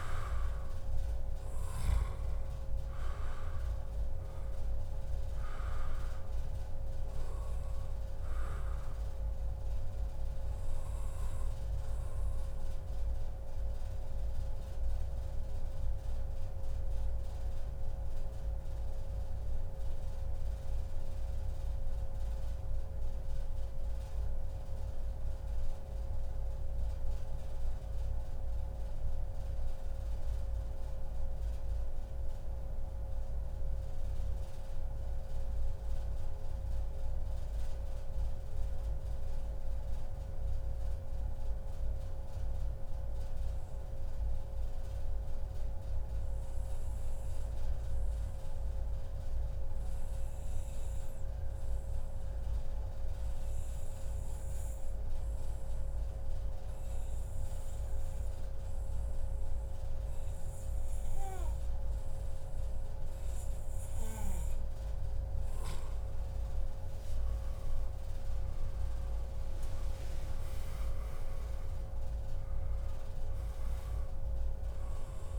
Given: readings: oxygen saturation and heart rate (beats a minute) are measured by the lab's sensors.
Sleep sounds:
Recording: breathing in sleep, hard to hear, by a room microphone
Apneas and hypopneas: 1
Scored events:
0.00-11.50 s: oxygen desaturation (device-marked, oxygen 91% lowest, heart rate 99 extreme)
10.00-63.50 s: mixed apnea (oxygen 97% before, 90% lowest, heart rate 135 before, 97 extreme, up 36 after)
16.00-18.00 s: long interval between heartbeats (device-marked, heart rate 139 before, 107 extreme)
19.00-21.00 s: long interval between heartbeats (device-marked, heart rate 136 before, 116 extreme)
27.00-29.00 s: long interval between heartbeats (device-marked, heart rate 122 before, 102 extreme)
31.00-33.00 s: long interval between heartbeats (device-marked, heart rate 115 before, 112 extreme)
35.00-37.00 s: long interval between heartbeats (device-marked, heart rate 111 before, 118 extreme)
37.00-39.00 s: long interval between heartbeats (device-marked, heart rate 111 before, 117 extreme)
50.50-52.50 s: long interval between heartbeats (device-marked, heart rate 113 before, 101 extreme)
52.50-71.50 s: oxygen desaturation (device-marked, oxygen 98% before, 92% lowest, heart rate 111 before, 116 extreme)
66.00-71.00 s: arousal
From the record:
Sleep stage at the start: N2 (light sleep)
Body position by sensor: on the back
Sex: male

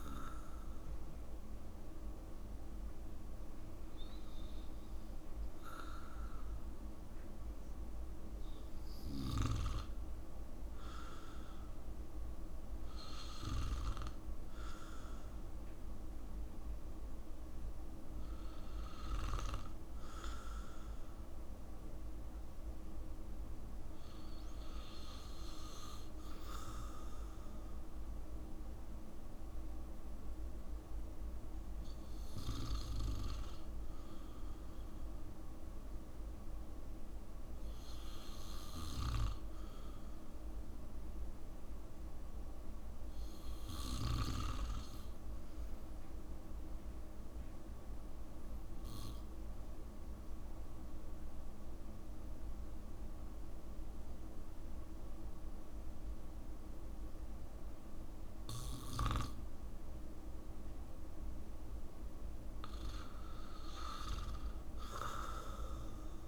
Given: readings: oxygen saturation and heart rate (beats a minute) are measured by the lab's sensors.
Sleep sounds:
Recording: breathing in sleep by a room microphone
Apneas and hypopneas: 2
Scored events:
18.00-36.00 s: hypopnea (oxygen 97% before, 91% lowest, heart rate 63 before, 61 extreme, up 0 after)
38.50-42.50 s: arousal
50.00-61.00 s: obstructive apnea (oxygen 96% before, 90% lowest, heart rate 63 before, 59 extreme, up 8 after)
From the record:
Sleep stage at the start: N2 (light sleep)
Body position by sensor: on the back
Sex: male

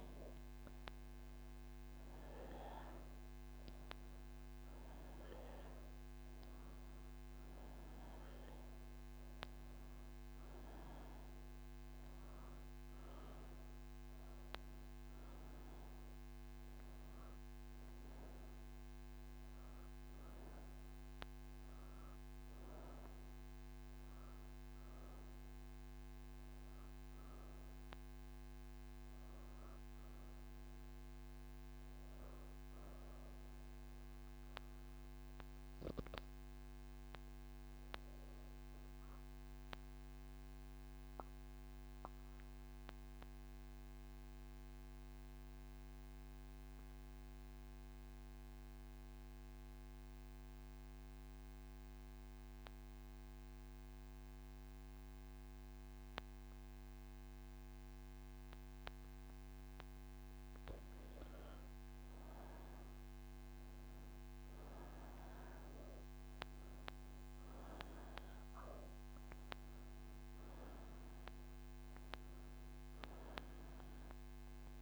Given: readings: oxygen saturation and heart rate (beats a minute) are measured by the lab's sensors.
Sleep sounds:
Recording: breathing in sleep by a microphone on the trachea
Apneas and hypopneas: none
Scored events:
0.00-43.00 s: oxygen desaturation (device-marked, oxygen 85% lowest)
67.00-74.82 s: oxygen desaturation (device-marked, oxygen 98% before, 89% lowest)
From the record:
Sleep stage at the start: N2 (light sleep)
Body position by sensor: on the right side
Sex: female

